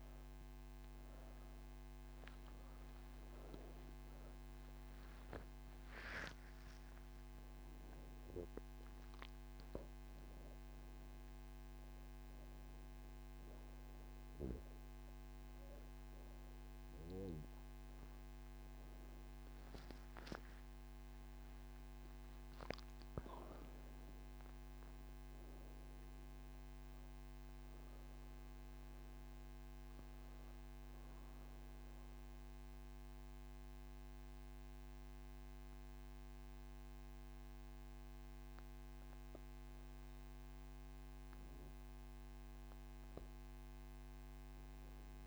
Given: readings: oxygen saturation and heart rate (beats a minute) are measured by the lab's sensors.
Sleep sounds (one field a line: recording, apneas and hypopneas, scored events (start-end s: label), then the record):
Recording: breathing in sleep by a microphone on the trachea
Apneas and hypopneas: none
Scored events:
none scored
From the record:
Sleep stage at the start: N3 (deep sleep)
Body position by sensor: on the right side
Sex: female